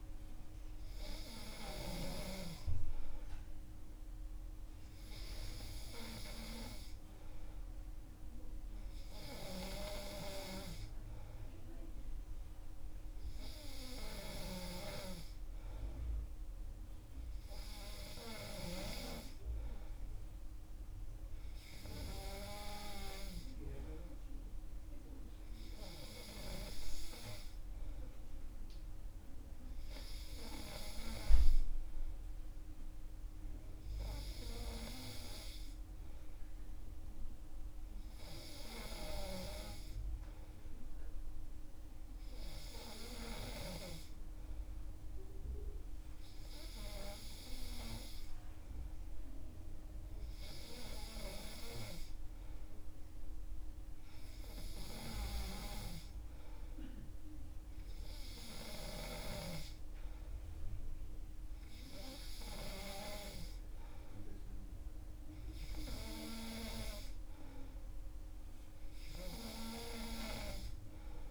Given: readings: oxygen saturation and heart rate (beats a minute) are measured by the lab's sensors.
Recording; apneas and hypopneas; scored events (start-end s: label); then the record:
breathing in sleep by a room microphone; none
none scored
From the record:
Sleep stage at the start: N2 (light sleep); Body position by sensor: on the back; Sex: male